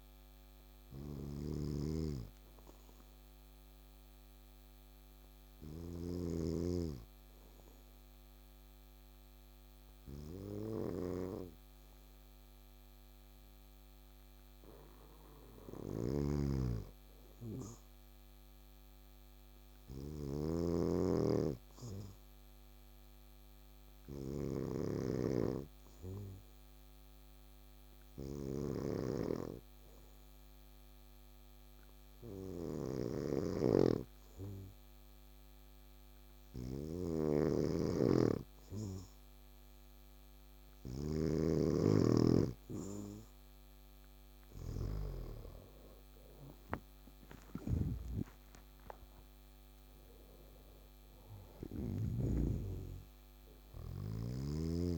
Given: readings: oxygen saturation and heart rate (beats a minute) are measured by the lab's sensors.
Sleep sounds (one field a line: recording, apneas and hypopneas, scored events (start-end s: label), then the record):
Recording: breathing in sleep by a microphone on the trachea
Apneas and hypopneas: 1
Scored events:
0.00-12.00 s: oxygen desaturation (device-marked, oxygen 93% lowest, heart rate 62 extreme)
0.50-42.50 s: hypopnea (oxygen 99% before, 91% lowest, heart rate 72 before, 62 extreme, up 12 after)
1.00-6.00 s: snoring (device-marked)
15.50-41.00 s: snoring (device-marked)
33.00-54.98 s: oxygen desaturation (device-marked, oxygen 98% before, 92% lowest, heart rate 63 before, 62 extreme)
46.00-50.50 s: arousal
47.00-52.00 s: snoring (device-marked)
From the record:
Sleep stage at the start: N2 (light sleep)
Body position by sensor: on the back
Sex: male